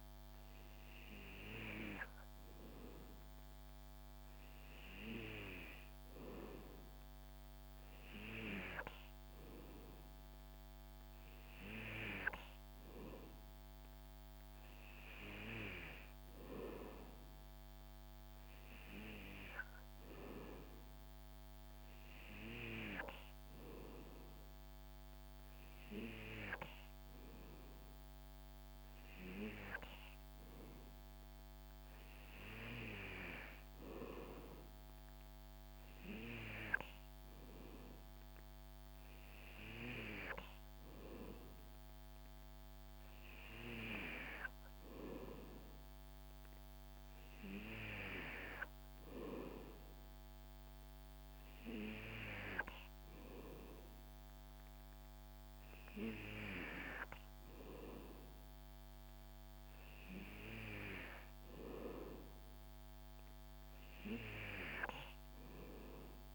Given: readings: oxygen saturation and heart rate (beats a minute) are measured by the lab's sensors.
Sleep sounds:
breathing in sleep by a microphone on the trachea; none
none scored
From the record:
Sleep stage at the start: N2 (light sleep); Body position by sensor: on the back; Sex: male

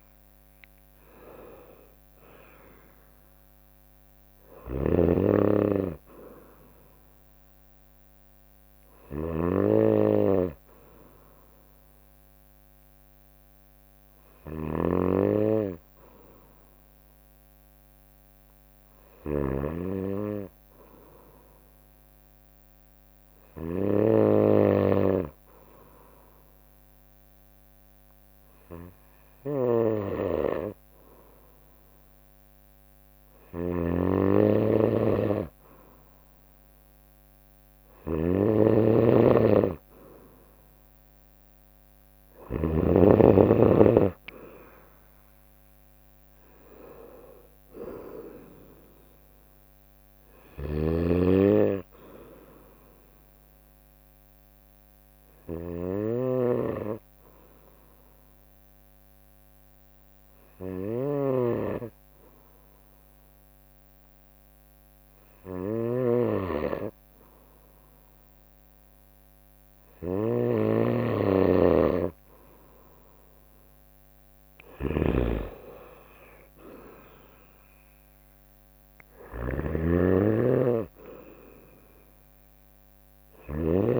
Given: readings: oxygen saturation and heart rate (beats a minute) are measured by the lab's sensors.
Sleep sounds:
breathing in sleep by a microphone on the trachea; 2
0.00-8.50 s: drop in pulse transit time (device-marked, heart rate 63 extreme)
0.50-4.50 s: arousal
4.00-42.50 s: snoring (device-marked)
10.00-31.50 s: hypopnea (oxygen 96% before, 93% lowest, heart rate 63 before, 60 extreme, up 1 after)
33.50-37.50 s: arousal
50.00-84.00 s: snoring (device-marked)
52.50-58.50 s: bradycardia (device-marked, heart rate 64 before, 58 extreme)
54.50-69.00 s: obstructive apnea (oxygen 96% before, 93% lowest, heart rate 64 before, 58 extreme, up 5 after)
71.50-75.50 s: arousal
73.50-84.00 s: drop in pulse transit time (device-marked, heart rate 60 before, 59 extreme)
77.50-83.50 s: oxygen desaturation (device-marked, oxygen 96% before, 93% lowest, heart rate 60 before, 58 extreme)
82.50-84.00 s: bradycardia (device-marked, heart rate 64 before, 59 extreme)
From the record:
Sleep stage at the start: N2 (light sleep); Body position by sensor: on the right side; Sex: female

